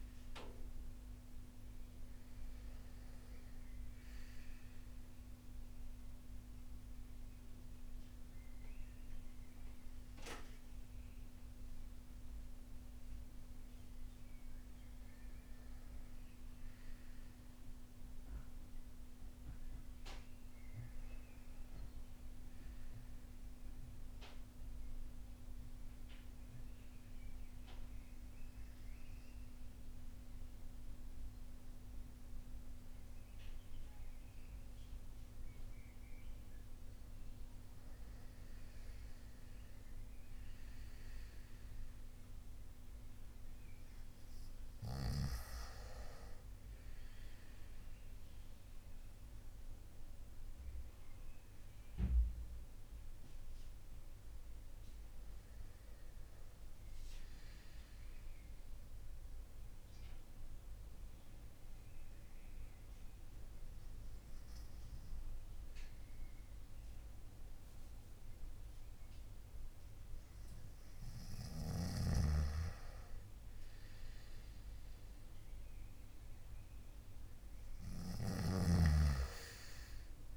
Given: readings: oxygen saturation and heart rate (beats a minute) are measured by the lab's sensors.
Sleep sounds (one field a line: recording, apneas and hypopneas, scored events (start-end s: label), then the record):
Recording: breathing in sleep by a room microphone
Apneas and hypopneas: 2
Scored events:
0.00-1.50 s: arousal
0.00-19.00 s: oxygen desaturation (device-marked, oxygen 92% lowest, heart rate 52 extreme)
23.50-36.50 s: mixed apnea (oxygen 98% before, 92% lowest, heart rate 59 before, 52 extreme, up 7 after)
39.50-44.50 s: arousal
42.00-57.00 s: oxygen desaturation (device-marked, oxygen 97% before, 93% lowest, heart rate 57 before, 53 extreme)
57.50-70.00 s: obstructive apnea (oxygen 98% before, 92% lowest, heart rate 56 before, 52 extreme, up 3 after)
73.50-78.00 s: arousal
79.00-80.36 s: oxygen desaturation (device-marked, oxygen 96% before, 92% lowest, heart rate 55 before, 52 extreme)
From the record:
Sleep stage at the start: REM sleep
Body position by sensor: on the back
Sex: male